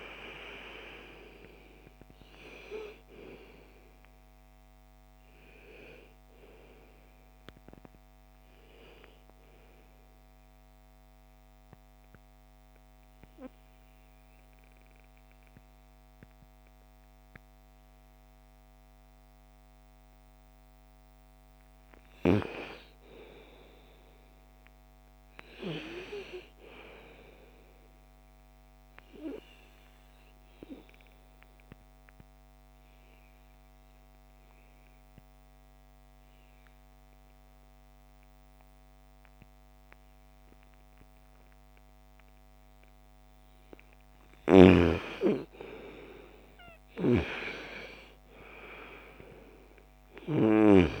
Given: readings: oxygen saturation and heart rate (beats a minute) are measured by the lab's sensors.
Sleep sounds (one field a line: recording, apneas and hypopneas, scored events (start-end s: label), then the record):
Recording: breathing in sleep by a microphone on the trachea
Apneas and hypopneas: 2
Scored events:
0.00-20.50 s: oxygen desaturation (device-marked, oxygen 83% lowest, heart rate 49 extreme)
7.50-51.00 s: new sleep stage, REM sleep
10.50-21.50 s: obstructive apnea (oxygen 98% before, 83% lowest, heart rate 62 before, 49 extreme, up 8 after)
22.50-25.00 s: arousal
29.00-43.00 s: obstructive apnea (oxygen 99% before, 90% lowest, heart rate 59 before, 49 extreme, up 22 after)
29.50-38.50 s: oxygen desaturation (device-marked, oxygen 99% before, 95% lowest, heart rate 59 before, 49 extreme)
43.50-50.00 s: snoring (device-marked)
45.00-49.50 s: arousal
From the record:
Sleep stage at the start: N2 (light sleep)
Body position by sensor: on the right side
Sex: female